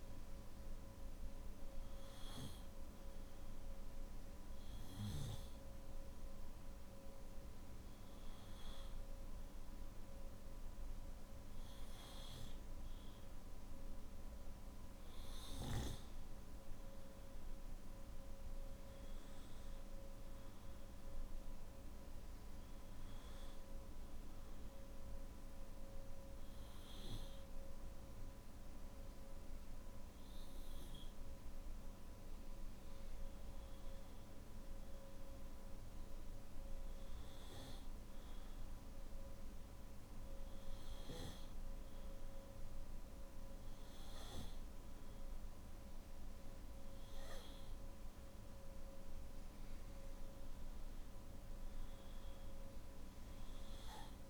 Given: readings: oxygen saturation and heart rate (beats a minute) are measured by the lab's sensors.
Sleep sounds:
breathing in sleep, hard to hear, by a room microphone; none
none scored
From the record:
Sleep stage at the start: N1 (lightest sleep); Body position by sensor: on the back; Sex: male

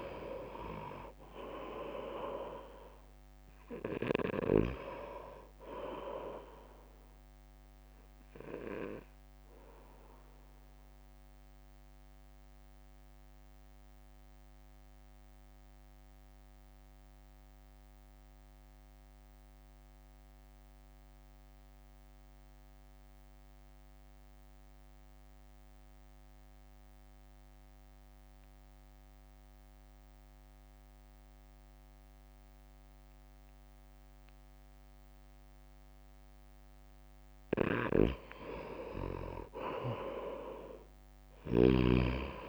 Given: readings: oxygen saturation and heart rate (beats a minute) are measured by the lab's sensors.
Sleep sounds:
breathing in sleep by a microphone on the trachea; 1
0.00-10.00 s: oxygen desaturation (device-marked, oxygen 91% lowest, heart rate 49 extreme)
0.00-13.00 s: drop in pulse transit time (device-marked, heart rate 49 extreme)
8.00-37.00 s: mixed apnea (oxygen 98% before, 89% lowest, heart rate 58 before, 51 extreme, up 1 after)
23.00-31.00 s: oxygen desaturation (device-marked, oxygen 92% before, 89% lowest, heart rate 53 before, 52 extreme)
37.50-42.49 s: snoring (device-marked)
39.00-42.49 s: oxygen desaturation (device-marked, oxygen 98% before, 91% lowest, heart rate 60 before, 52 extreme)
40.00-42.49 s: arousal
From the record:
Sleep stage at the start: N2 (light sleep); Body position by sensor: on the right side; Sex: male

